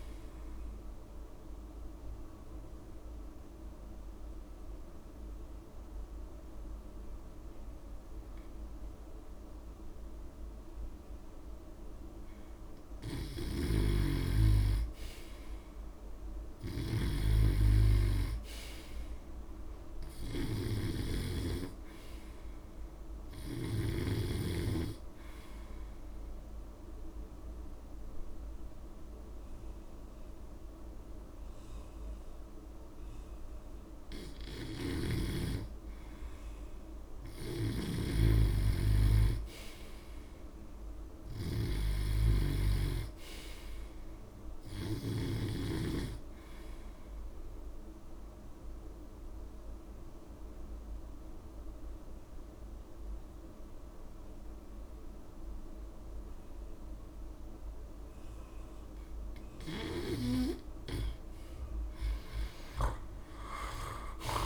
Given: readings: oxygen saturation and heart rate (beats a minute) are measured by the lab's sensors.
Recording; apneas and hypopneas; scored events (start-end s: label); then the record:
breathing in sleep by a room microphone; 3
0.00-12.00 s: oxygen desaturation (device-marked, oxygen 89% lowest)
1.00-13.50 s: obstructive apnea (oxygen 97% before, 89% lowest)
13.50-24.00 s: snoring (device-marked)
16.00-19.50 s: arousal
23.00-35.00 s: oxygen desaturation (device-marked, oxygen 96% before, 89% lowest)
26.00-36.00 s: obstructive apnea (oxygen 96% before, 89% lowest)
34.50-46.00 s: snoring (device-marked)
38.00-41.00 s: arousal
48.00-59.00 s: oxygen desaturation (device-marked, oxygen 95% before, 90% lowest)
48.50-60.00 s: obstructive apnea (oxygen 95% before, 87% lowest)
From the record:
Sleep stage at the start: N2 (light sleep); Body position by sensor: on the back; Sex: male